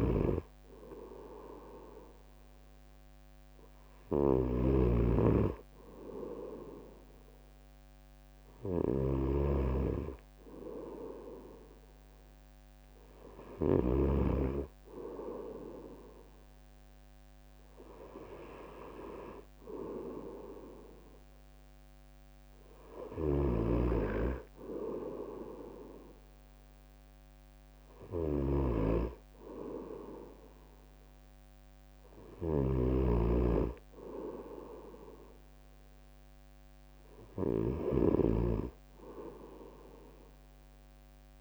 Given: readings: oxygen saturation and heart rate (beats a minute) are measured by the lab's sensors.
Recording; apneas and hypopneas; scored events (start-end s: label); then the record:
breathing in sleep by a microphone on the trachea; none
17.00-19.00 s: long interval between heartbeats (device-marked, heart rate 62 before, 62 extreme)
From the record:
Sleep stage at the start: N2 (light sleep); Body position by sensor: on the right side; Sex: male